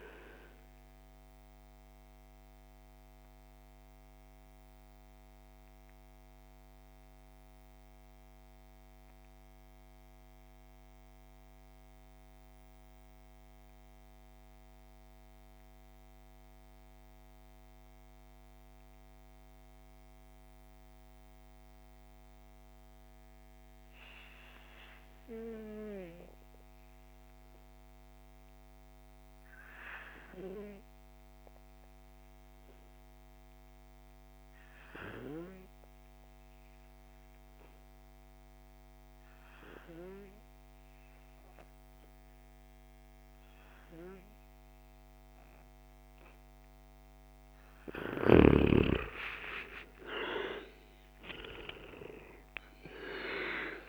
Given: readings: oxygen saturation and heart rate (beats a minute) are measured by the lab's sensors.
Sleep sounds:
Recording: breathing in sleep by a microphone on the trachea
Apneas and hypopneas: 1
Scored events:
0.00-21.50 s: oxygen desaturation (device-marked, oxygen 77% lowest)
2.00-46.50 s: mixed apnea (oxygen 98% before, 76% lowest)
44.50-53.89 s: oxygen desaturation (device-marked, oxygen 95% before, 76% lowest)
48.50-51.50 s: arousal
From the record:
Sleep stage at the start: N2 (light sleep)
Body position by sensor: on the back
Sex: male

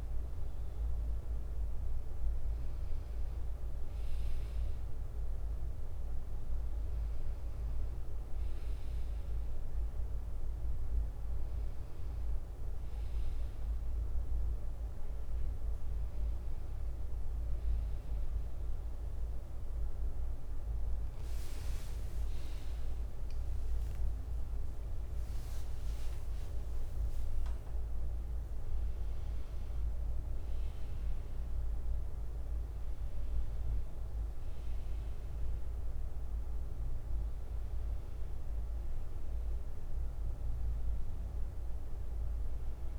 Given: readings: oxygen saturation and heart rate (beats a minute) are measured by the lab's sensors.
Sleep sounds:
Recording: breathing in sleep, hard to hear, by a room microphone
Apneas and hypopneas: none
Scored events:
22.00-26.00 s: arousal
22.50-35.50 s: drop in pulse transit time (device-marked, heart rate 60 before, 60 extreme)
25.00-27.50 s: leg movement (device-marked)
28.50-42.99 s: new sleep stage, N2 (light sleep)
37.50-42.99 s: bradycardia (device-marked, heart rate 71 before, 56 extreme)
From the record:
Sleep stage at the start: N1 (lightest sleep)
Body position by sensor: on the back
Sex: male

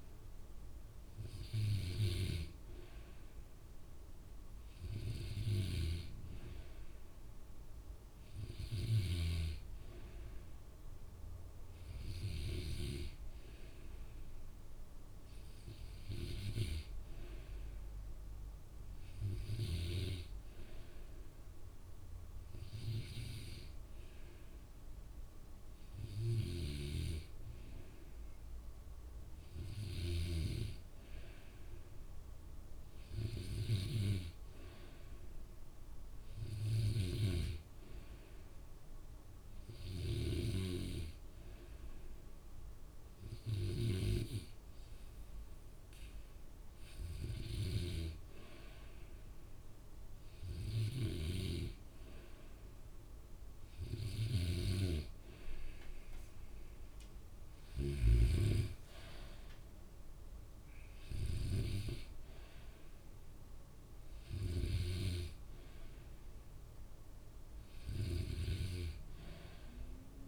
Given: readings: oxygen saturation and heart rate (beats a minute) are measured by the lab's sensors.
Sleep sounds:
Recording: breathing in sleep by a room microphone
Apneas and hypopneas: none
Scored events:
none scored
From the record:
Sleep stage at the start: N2 (light sleep)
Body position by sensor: on the back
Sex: male

